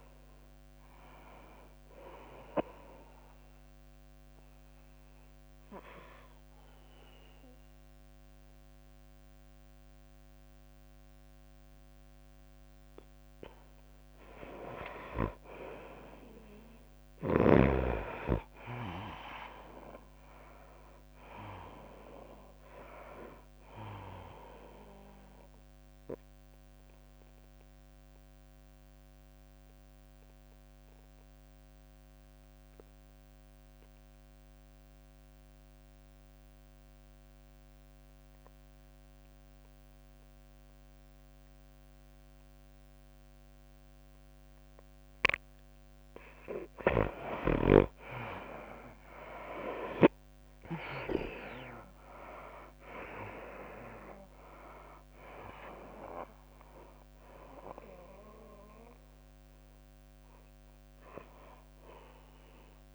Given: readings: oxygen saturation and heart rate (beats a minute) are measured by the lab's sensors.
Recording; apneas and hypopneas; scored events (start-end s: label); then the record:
breathing in sleep by a microphone on the trachea; 2
0.00-3.50 s: tachycardia (device-marked, heart rate 103 extreme)
0.00-4.50 s: drop in pulse transit time (device-marked, heart rate 93 extreme)
0.00-8.50 s: oxygen desaturation (device-marked, oxygen 77% lowest, heart rate 93 extreme)
4.50-15.00 s: obstructive apnea (oxygen 97% before, 73% lowest, heart rate 98 before, 93 extreme, up 1 after)
18.00-22.00 s: arousal
20.50-36.50 s: oxygen desaturation (device-marked, oxygen 98% before, 84% lowest, heart rate 98 before, 77 extreme)
28.00-46.50 s: obstructive apnea (oxygen 98% before, 73% lowest, heart rate 96 before, 77 extreme, up 4 after)
41.50-62.95 s: oxygen desaturation (device-marked, oxygen 96% before, 73% lowest, heart rate 96 before, 77 extreme)
49.00-53.00 s: arousal
53.50-61.50 s: tachycardia (device-marked, heart rate 100 before, 103 extreme)
53.50-62.95 s: drop in pulse transit time (device-marked, heart rate 88 before, 91 extreme)
From the record:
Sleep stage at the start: N2 (light sleep); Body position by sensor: on the right side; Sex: female